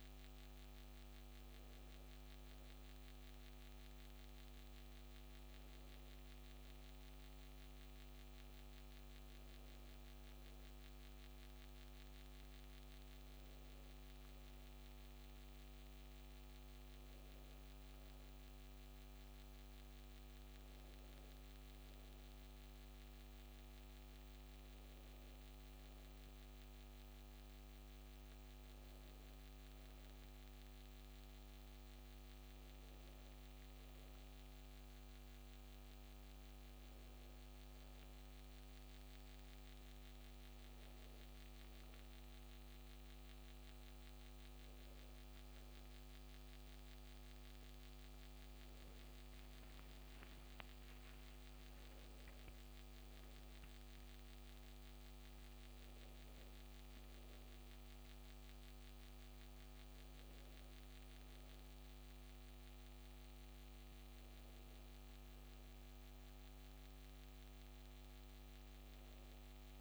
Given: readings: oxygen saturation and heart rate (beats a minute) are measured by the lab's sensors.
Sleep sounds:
breathing in sleep, hard to hear, by a microphone on the trachea; none
none scored
From the record:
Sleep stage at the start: N2 (light sleep); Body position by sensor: on the back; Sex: female

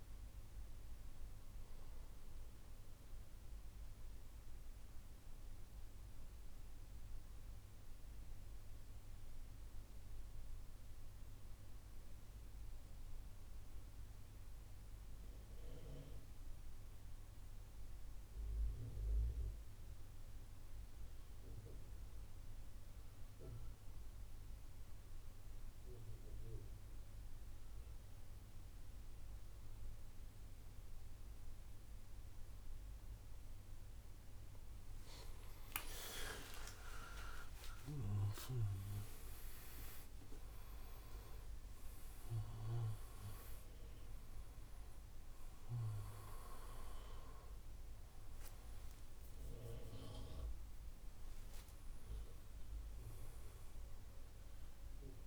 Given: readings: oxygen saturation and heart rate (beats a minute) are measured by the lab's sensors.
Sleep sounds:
breathing in sleep by a room microphone; 1
0.00-8.00 s: oxygen desaturation (device-marked, oxygen 92% lowest, heart rate 41 extreme)
2.00-33.50 s: mixed apnea (oxygen 97% before, 91% lowest, heart rate 97 before, 41 extreme)
30.00-51.00 s: oxygen desaturation (device-marked, oxygen 98% before, 91% lowest)
35.50-40.50 s: arousal
From the record:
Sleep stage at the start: N2 (light sleep); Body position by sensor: on the right side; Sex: male

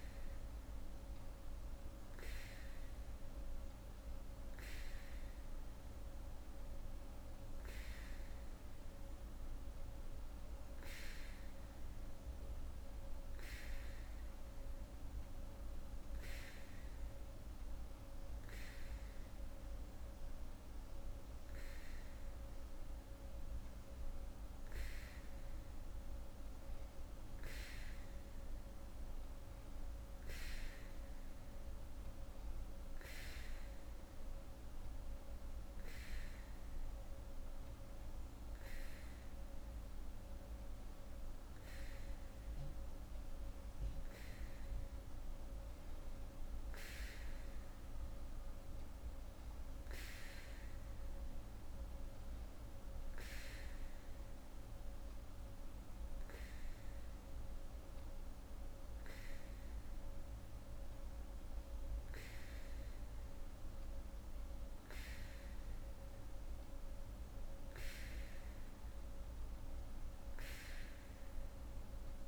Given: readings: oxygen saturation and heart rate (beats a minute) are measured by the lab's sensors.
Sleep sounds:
breathing in sleep, hard to hear, by a room microphone; none
none scored
From the record:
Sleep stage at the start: N3 (deep sleep); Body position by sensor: on the back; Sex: female

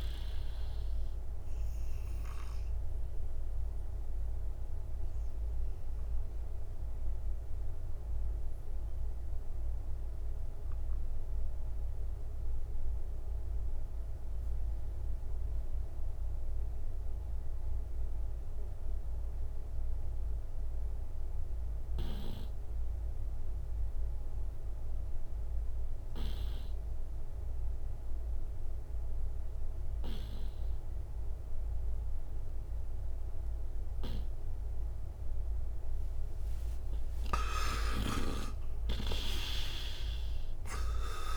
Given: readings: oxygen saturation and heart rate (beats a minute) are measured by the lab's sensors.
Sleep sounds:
breathing in sleep by a room microphone; 1
0.00-16.50 s: oxygen desaturation (device-marked, oxygen 90% lowest, heart rate 60 extreme)
2.50-35.50 s: obstructive apnea (oxygen 98% before, 82% lowest, heart rate 66 before, 62 extreme, up 23 after)
29.50-41.36 s: oxygen desaturation (device-marked, oxygen 97% before, 82% lowest, heart rate 65 before, 57 extreme)
37.50-41.00 s: arousal
From the record:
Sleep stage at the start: N2 (light sleep); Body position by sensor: on the right side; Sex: male

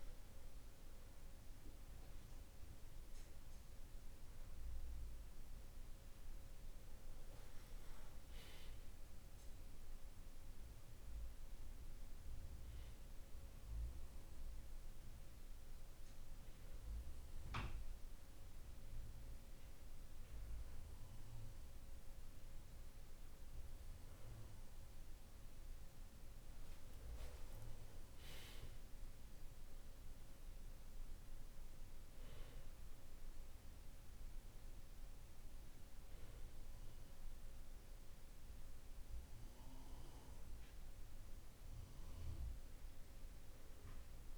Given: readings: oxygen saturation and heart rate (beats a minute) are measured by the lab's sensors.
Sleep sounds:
breathing in sleep, hard to hear, by a room microphone; none
none scored
From the record:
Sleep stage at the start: N2 (light sleep); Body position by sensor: on the back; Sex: male

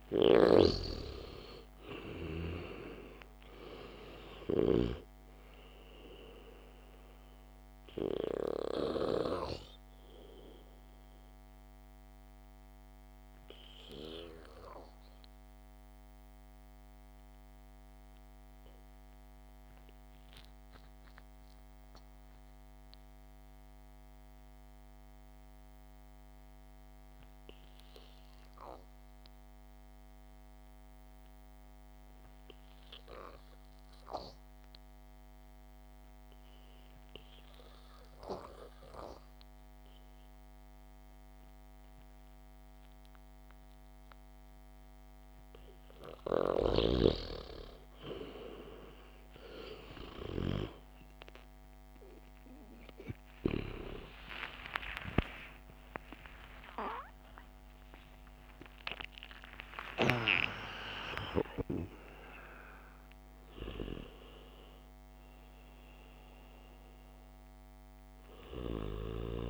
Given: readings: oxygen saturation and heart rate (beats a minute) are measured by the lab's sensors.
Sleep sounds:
breathing in sleep by a microphone on the trachea; 1
0.00-1.00 s: long interval between heartbeats (device-marked, heart rate 52 extreme)
0.00-1.00 s: snoring (device-marked)
0.00-1.50 s: arousal
14.50-46.50 s: obstructive apnea (oxygen 98% before, 93% lowest, heart rate 55 before, 49 extreme, up 13 after)
22.00-30.00 s: oxygen desaturation (device-marked, oxygen 96% before, 93% lowest, heart rate 58 before, 49 extreme)
41.00-57.00 s: oxygen desaturation (device-marked, oxygen 99% before, 94% lowest, heart rate 62 before, 50 extreme)
54.50-61.00 s: arousal
56.50-58.50 s: long interval between heartbeats (device-marked, heart rate 57 before, 114 extreme)
From the record:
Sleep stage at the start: N2 (light sleep); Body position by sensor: on the back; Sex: male

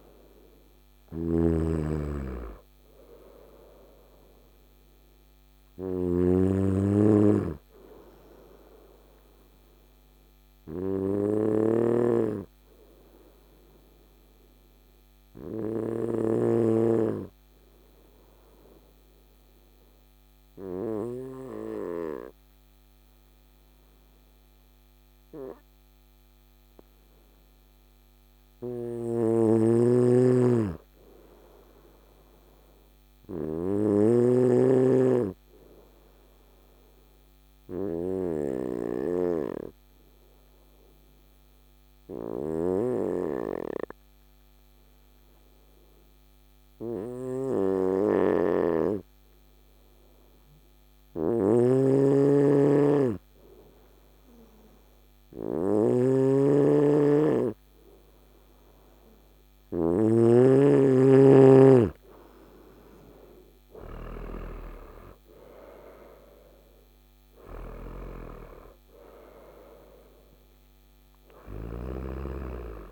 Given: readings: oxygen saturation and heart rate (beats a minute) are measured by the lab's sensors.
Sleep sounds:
breathing in sleep by a microphone on the trachea; 2
0.50-16.00 s: snoring (device-marked)
8.00-25.00 s: obstructive apnea (oxygen 98% before, 92% lowest, heart rate 64 before, 53 extreme, up 4 after)
27.00-30.00 s: arousal
28.50-34.00 s: snoring (device-marked)
35.00-58.50 s: obstructive apnea (oxygen 99% before, 92% lowest, heart rate 56 before, 53 extreme, up 8 after)
44.00-72.92 s: oxygen desaturation (device-marked, oxygen 98% before, 92% lowest, heart rate 56 before, 53 extreme)
47.50-59.50 s: snoring (device-marked)
62.00-65.50 s: arousal
71.00-72.92 s: snoring (device-marked)
From the record:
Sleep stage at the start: N2 (light sleep); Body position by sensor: on the right side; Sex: male

